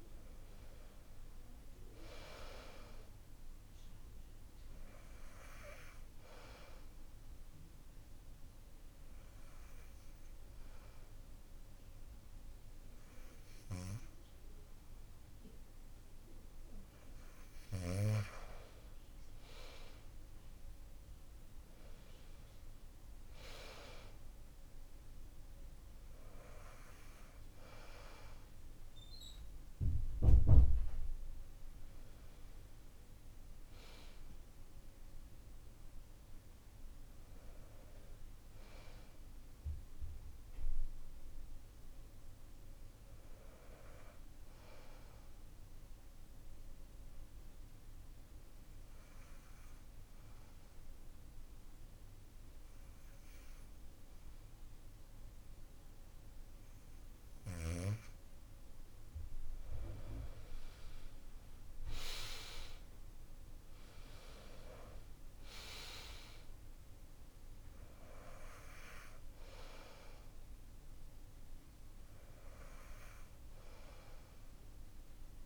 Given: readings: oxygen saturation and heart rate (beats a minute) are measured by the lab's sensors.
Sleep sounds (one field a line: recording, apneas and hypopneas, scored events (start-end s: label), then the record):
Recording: breathing in sleep by a room microphone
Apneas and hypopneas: 2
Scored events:
0.00-20.50 s: oxygen desaturation (device-marked, oxygen 91% lowest)
5.00-17.50 s: obstructive apnea (oxygen 95% before, 90% lowest)
22.50-26.50 s: arousal
45.00-57.50 s: obstructive apnea (oxygen 95% before, 89% lowest)
59.50-63.00 s: arousal
64.50-75.46 s: oxygen desaturation (device-marked, oxygen 95% before, 89% lowest)
From the record:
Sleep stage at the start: N2 (light sleep)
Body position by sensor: on the back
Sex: male